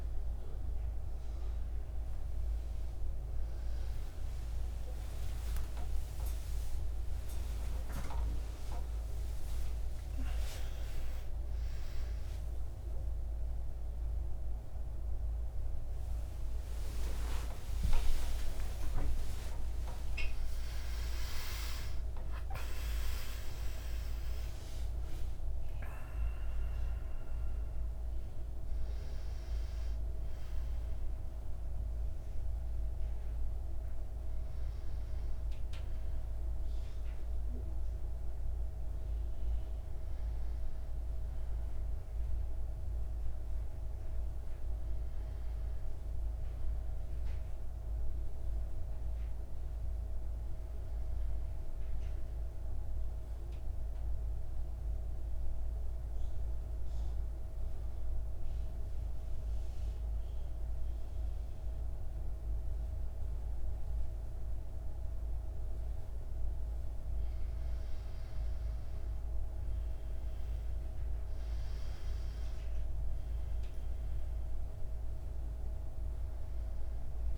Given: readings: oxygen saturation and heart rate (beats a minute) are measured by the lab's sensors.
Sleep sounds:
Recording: a person partly awake in a sleep study, by a room microphone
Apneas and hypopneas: 1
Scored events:
30.00-43.00 s: oxygen desaturation (device-marked, oxygen 93% before, 88% lowest, heart rate 101 before, 55 extreme)
30.00-77.38 s: new sleep stage, N1 (lightest sleep)
52.50-66.50 s: central apnea (oxygen 99% before, 88% lowest, heart rate 69 before, 55 extreme, up 8 after)
65.00-77.38 s: oxygen desaturation (device-marked, oxygen 98% before, 88% lowest, heart rate 61 before, 57 extreme)
69.00-74.00 s: arousal
From the record:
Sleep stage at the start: awake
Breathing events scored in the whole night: 528 in 6.7 hours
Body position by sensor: on the back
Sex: male

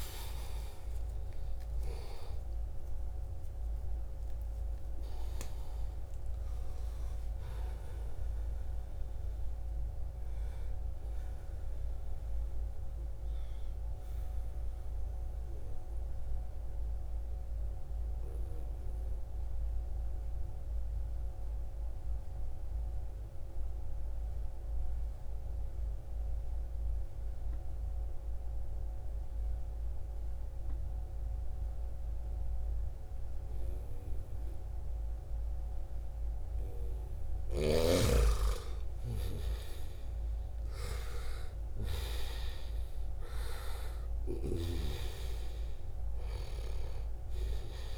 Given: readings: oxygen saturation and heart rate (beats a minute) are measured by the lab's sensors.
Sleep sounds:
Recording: breathing in sleep by a room microphone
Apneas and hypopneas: 1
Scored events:
0.00-18.50 s: oxygen desaturation (device-marked, oxygen 89% lowest, heart rate 66 extreme)
16.00-36.00 s: obstructive apnea (oxygen 95% before, 90% lowest, heart rate 81 before, 66 extreme, up 9 after)
38.00-42.50 s: arousal
39.50-47.98 s: oxygen desaturation (device-marked, oxygen 97% before, 91% lowest, heart rate 68 before, 59 extreme)
From the record:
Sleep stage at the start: N2 (light sleep)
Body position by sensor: on the right side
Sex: male

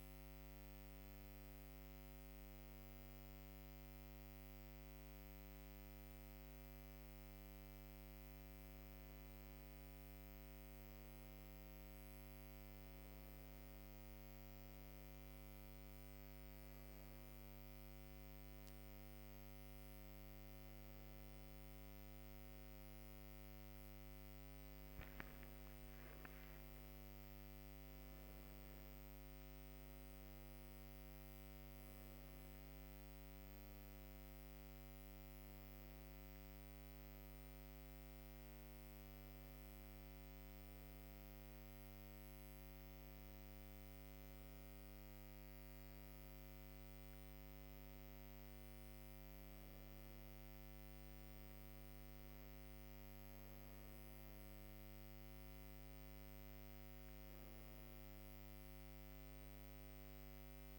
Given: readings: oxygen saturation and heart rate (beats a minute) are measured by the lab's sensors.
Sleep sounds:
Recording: breathing in sleep, hard to hear, by a microphone on the trachea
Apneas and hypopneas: none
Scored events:
21.50-25.50 s: arousal
From the record:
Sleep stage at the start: N2 (light sleep)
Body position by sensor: on the right side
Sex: female

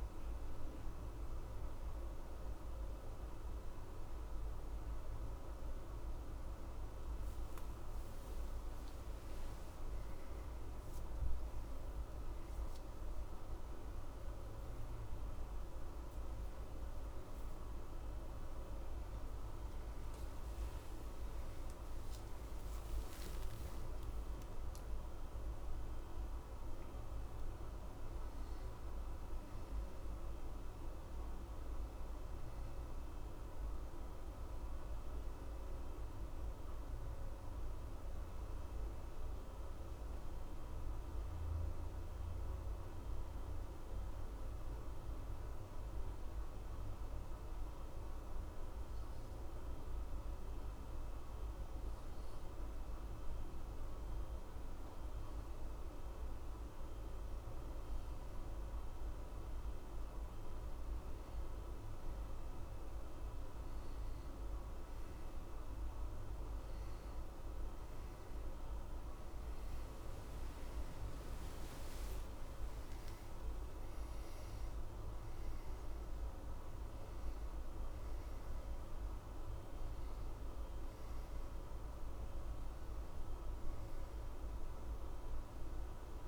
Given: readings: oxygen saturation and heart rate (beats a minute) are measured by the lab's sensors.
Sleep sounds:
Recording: breathing in sleep, hard to hear, by a room microphone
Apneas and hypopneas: 1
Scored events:
8.00-14.50 s: arousal
45.50-56.50 s: obstructive apnea (oxygen 92% before, 89% lowest, heart rate 64 before, 60 extreme, up 1 after)
67.00-72.00 s: arousal
69.00-83.00 s: oxygen desaturation (device-marked, oxygen 92% before, 89% lowest, heart rate 60 before, 60 extreme)
From the record:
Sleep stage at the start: N1 (lightest sleep)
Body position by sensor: on the left side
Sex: male

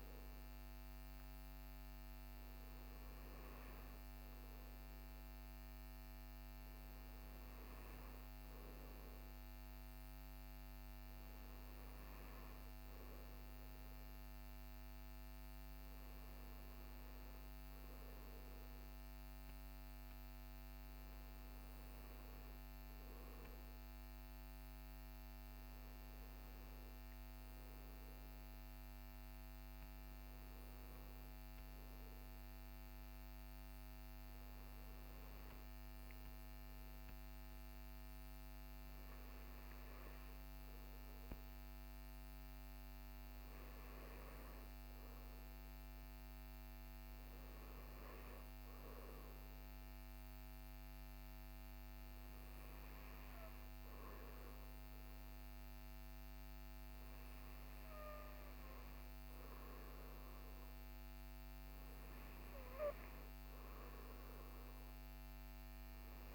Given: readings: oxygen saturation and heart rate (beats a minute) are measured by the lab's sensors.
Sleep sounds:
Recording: breathing in sleep, hard to hear, by a microphone on the trachea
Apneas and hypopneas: none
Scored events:
none scored
From the record:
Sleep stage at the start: N2 (light sleep)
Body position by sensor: on the right side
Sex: male

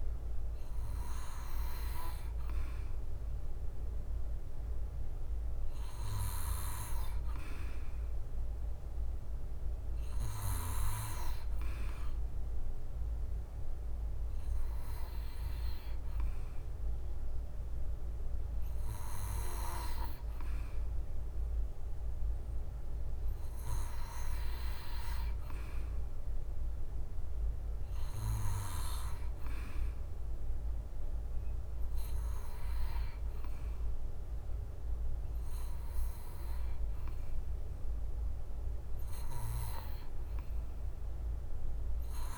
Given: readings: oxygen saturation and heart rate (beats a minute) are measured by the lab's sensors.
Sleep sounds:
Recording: breathing in sleep by a room microphone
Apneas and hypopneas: 1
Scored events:
0.00-11.00 s: oxygen desaturation (device-marked, oxygen 94% before, 91% lowest, heart rate 60 before, 58 extreme)
12.50-23.50 s: hypopnea (oxygen 94% before, 88% lowest, heart rate 61 before, 57 extreme)
25.00-42.00 s: bradycardia (device-marked, heart rate 57 before, 57 extreme)
29.00-34.50 s: arousal
From the record:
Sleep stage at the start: N2 (light sleep)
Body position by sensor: on the back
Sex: male

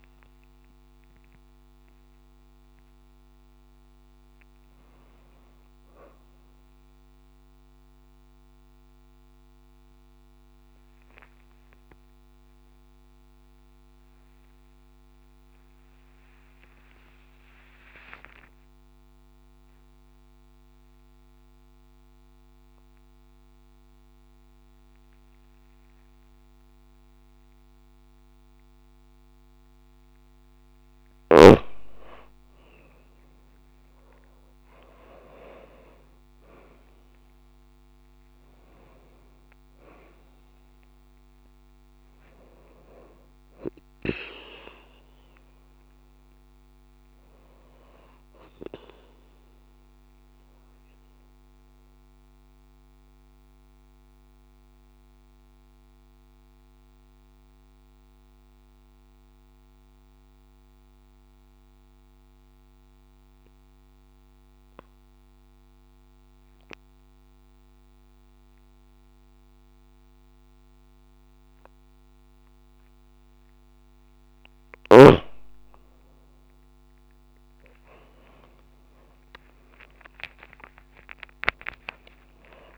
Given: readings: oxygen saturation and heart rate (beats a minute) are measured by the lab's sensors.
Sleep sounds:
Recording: breathing in sleep by a microphone on the trachea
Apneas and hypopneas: 2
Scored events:
0.00-1.50 s: long interval between heartbeats (device-marked)
0.00-17.00 s: oxygen desaturation (device-marked, oxygen 92% lowest)
8.00-29.50 s: obstructive apnea (oxygen 97% before, 90% lowest)
24.00-26.00 s: long interval between heartbeats (device-marked)
32.50-36.50 s: arousal
37.00-65.00 s: oxygen desaturation (device-marked, oxygen 97% before, 90% lowest)
50.00-74.00 s: mixed apnea (oxygen 97% before, 90% lowest)
77.00-81.50 s: arousal
79.50-81.50 s: long interval between heartbeats (device-marked)
From the record:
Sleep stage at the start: N2 (light sleep)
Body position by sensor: on the back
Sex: female

